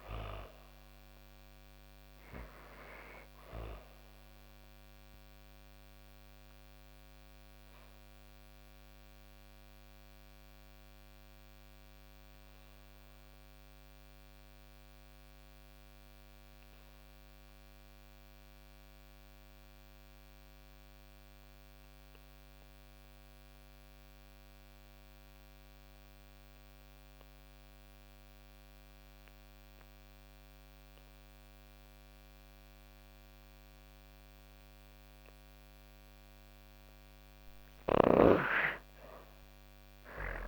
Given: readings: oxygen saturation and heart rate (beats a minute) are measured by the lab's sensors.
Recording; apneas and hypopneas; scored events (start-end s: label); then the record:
breathing in sleep by a microphone on the trachea; 1
0.00-19.00 s: oxygen desaturation (device-marked, oxygen 84% lowest, heart rate 97 extreme)
5.00-33.50 s: obstructive apnea (oxygen 97% before, 83% lowest, heart rate 152 before, 124 extreme, up 15 after)
32.00-40.48 s: oxygen desaturation (device-marked, oxygen 99% before, 83% lowest, heart rate 154 before, 104 extreme)
37.00-40.48 s: arousal
From the record:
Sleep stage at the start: N2 (light sleep); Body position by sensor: on the back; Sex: female